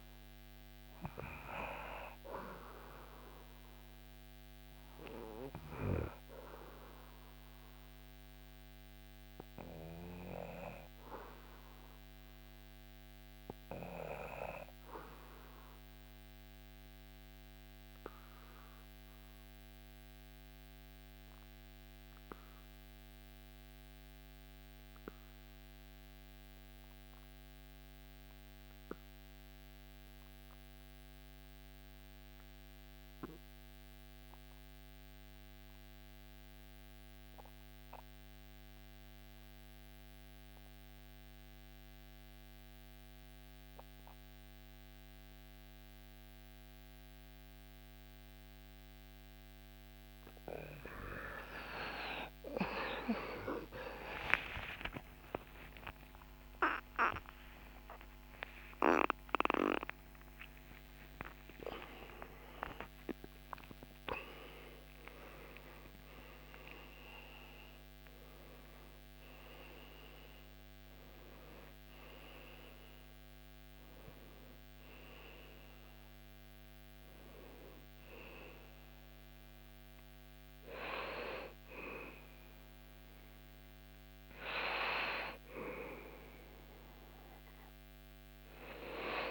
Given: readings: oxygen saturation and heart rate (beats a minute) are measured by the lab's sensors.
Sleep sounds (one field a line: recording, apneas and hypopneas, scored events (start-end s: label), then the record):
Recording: a person partly awake in a sleep study, by a microphone on the trachea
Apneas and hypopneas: 1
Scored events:
0.00-7.00 s: oxygen desaturation (device-marked, oxygen 93% lowest, heart rate 68 extreme)
8.50-49.00 s: obstructive apnea (oxygen 97% before, 72% lowest, heart rate 79 before, 62 extreme, up 26 after)
19.00-58.00 s: oxygen desaturation (device-marked, oxygen 95% before, 77% lowest, heart rate 79 before, 62 extreme)
48.00-78.00 s: new sleep stage, awake
69.00-75.00 s: oxygen desaturation (device-marked, oxygen 80% before, 72% lowest, heart rate 88 before, 82 extreme)
78.00-89.31 s: new sleep stage, N1 (lightest sleep)
From the record:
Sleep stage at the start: REM sleep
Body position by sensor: on the back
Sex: male